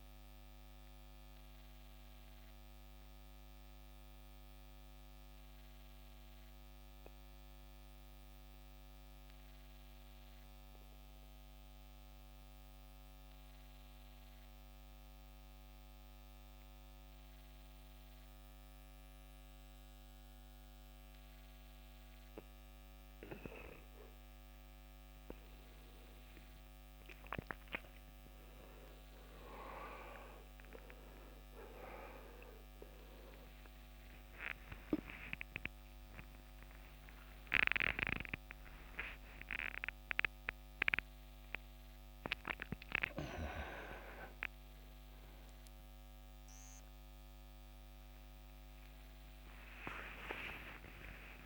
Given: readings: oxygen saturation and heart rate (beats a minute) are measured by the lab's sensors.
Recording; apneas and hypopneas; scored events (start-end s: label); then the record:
a person partly awake in a sleep study, by a microphone on the trachea; 1
0.00-9.00 s: oxygen desaturation (device-marked, oxygen 85% lowest, heart rate 60 extreme)
0.50-23.00 s: mixed apnea (oxygen 95% before, 86% lowest, heart rate 81 before, 60 extreme, up 8 after)
29.00-51.46 s: oxygen desaturation (device-marked, oxygen 98% before, 86% lowest, heart rate 70 before, 64 extreme)
30.00-51.46 s: new sleep stage, awake
From the record:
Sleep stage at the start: N2 (light sleep); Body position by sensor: on the back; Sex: male